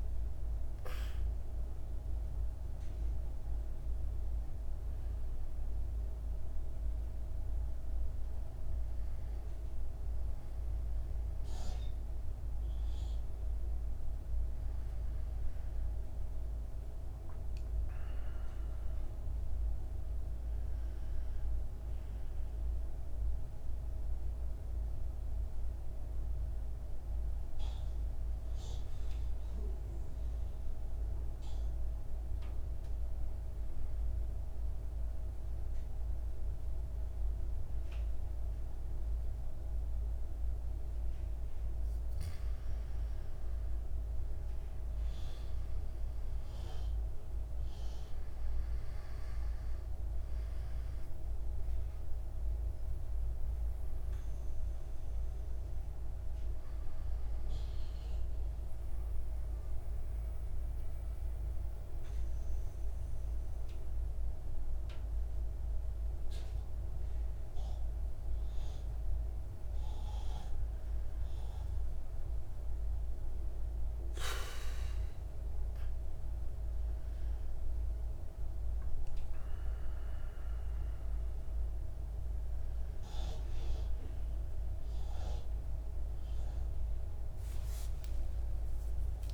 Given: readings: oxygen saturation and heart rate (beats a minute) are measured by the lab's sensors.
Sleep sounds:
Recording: breathing in sleep, hard to hear, by a room microphone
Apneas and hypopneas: 3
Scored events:
0.00-8.50 s: oxygen desaturation (device-marked, oxygen 94% lowest, heart rate 55 extreme)
4.00-15.00 s: obstructive apnea (oxygen 98% before, 93% lowest, heart rate 57 before, 55 extreme, up 14 after)
15.50-20.00 s: arousal
27.50-41.00 s: obstructive apnea (oxygen 97% before, 93% lowest, heart rate 62 before, 55 extreme, up 5 after)
43.00-46.50 s: arousal
46.50-56.50 s: oxygen desaturation (device-marked, oxygen 97% before, 93% lowest, heart rate 57 before, 55 extreme)
58.50-70.00 s: obstructive apnea (oxygen 97% before, 94% lowest, heart rate 57 before, 55 extreme, up 5 after)
75.50-89.34 s: new sleep stage, awake
From the record:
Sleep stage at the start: N2 (light sleep)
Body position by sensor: on the right side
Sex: male

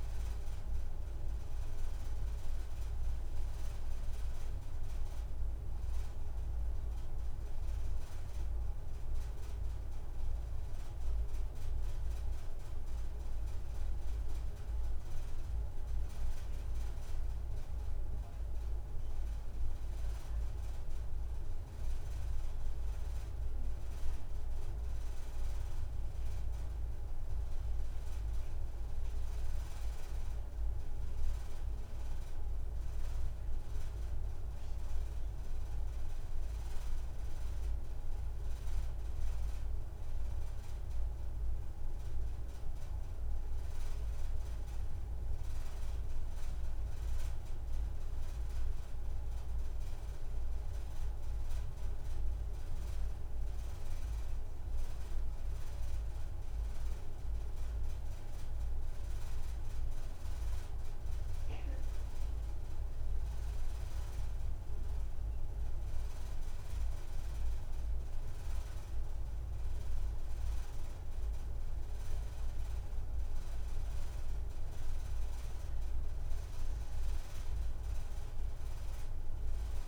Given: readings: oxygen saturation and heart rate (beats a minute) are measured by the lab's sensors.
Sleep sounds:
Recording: breathing in sleep, hard to hear, by a room microphone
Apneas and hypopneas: none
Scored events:
5.00-7.00 s: long interval between heartbeats (device-marked, heart rate 117 before, 119 extreme)
7.50-9.50 s: long interval between heartbeats (device-marked, heart rate 132 before, 169 extreme)
9.50-11.50 s: long interval between heartbeats (device-marked, heart rate 140 before, 109 extreme)
13.00-17.00 s: arousal
18.00-20.00 s: long interval between heartbeats (device-marked, heart rate 109 before, 93 extreme)
21.00-23.00 s: long interval between heartbeats (device-marked, heart rate 105 before, 140 extreme)
26.00-28.00 s: long interval between heartbeats (device-marked, heart rate 113 before, 107 extreme)
35.50-37.50 s: long interval between heartbeats (device-marked, heart rate 99 before, 45 extreme)
40.50-42.50 s: long interval between heartbeats (device-marked, heart rate 84 before, 38 extreme)
42.50-44.50 s: long interval between heartbeats (device-marked, heart rate 74 before, 42 extreme)
49.50-51.50 s: long interval between heartbeats (device-marked, heart rate 56 before, 120 extreme)
52.50-54.50 s: long interval between heartbeats (device-marked, heart rate 65 before, 148 extreme)
From the record:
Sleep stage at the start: N2 (light sleep)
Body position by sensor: on the right side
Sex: female

